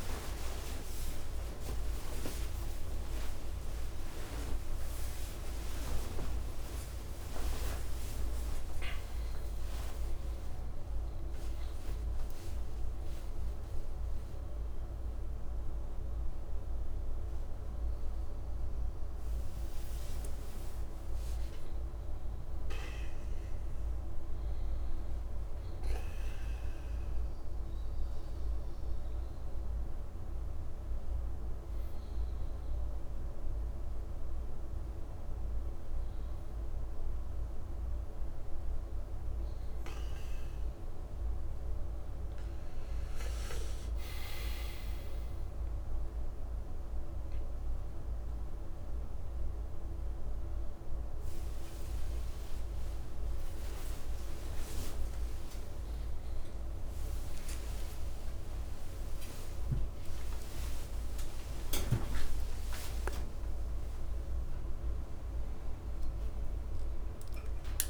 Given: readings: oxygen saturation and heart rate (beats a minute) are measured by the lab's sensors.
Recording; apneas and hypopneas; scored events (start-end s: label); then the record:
a person awake in a sleep study, by a room microphone; none
0.00-9.50 s: tachycardia (device-marked, heart rate 188 extreme)
23.50-53.50 s: new sleep stage, N1 (lightest sleep)
50.50-65.50 s: tachycardia (device-marked, heart rate 63 before, 157 extreme)
53.50-67.90 s: new sleep stage, awake
From the record:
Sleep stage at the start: awake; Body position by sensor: on the right side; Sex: male